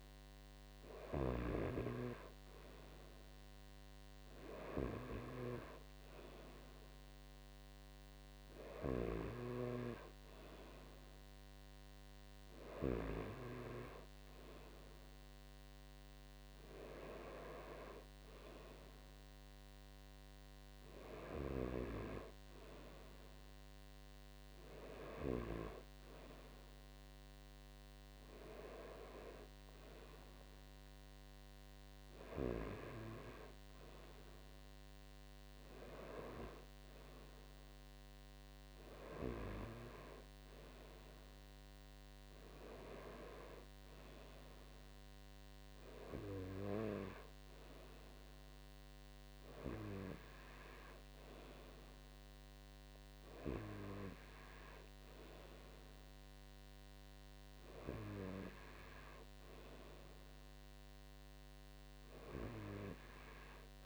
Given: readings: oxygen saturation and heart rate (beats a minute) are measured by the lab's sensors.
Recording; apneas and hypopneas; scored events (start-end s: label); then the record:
breathing in sleep by a microphone on the trachea; none
0.00-2.00 s: snoring (device-marked)
28.00-30.00 s: long interval between heartbeats (device-marked)
31.50-33.50 s: long interval between heartbeats (device-marked)
38.50-40.50 s: long interval between heartbeats (device-marked)
56.00-58.00 s: long interval between heartbeats (device-marked)
From the record:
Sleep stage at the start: N2 (light sleep); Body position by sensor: on the right side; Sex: male